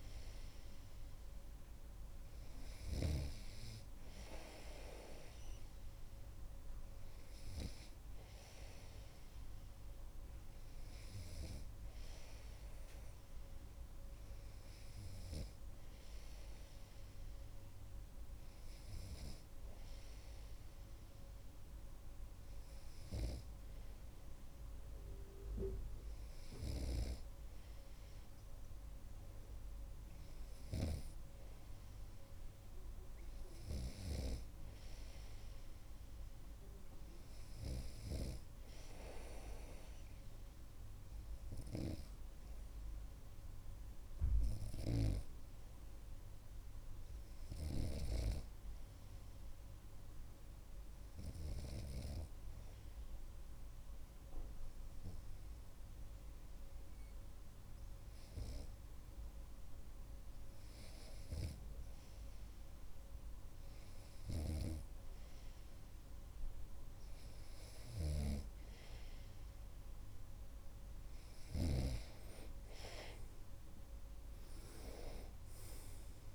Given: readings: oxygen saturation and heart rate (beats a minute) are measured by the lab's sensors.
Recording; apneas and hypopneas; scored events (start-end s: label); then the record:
breathing in sleep by a room microphone; 1
43.50-66.00 s: hypopnea (oxygen 98% before, 95% lowest)
45.00-48.50 s: snoring (device-marked)
64.50-72.00 s: snoring (device-marked)
67.50-72.50 s: arousal
From the record:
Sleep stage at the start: N2 (light sleep); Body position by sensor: on the right side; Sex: male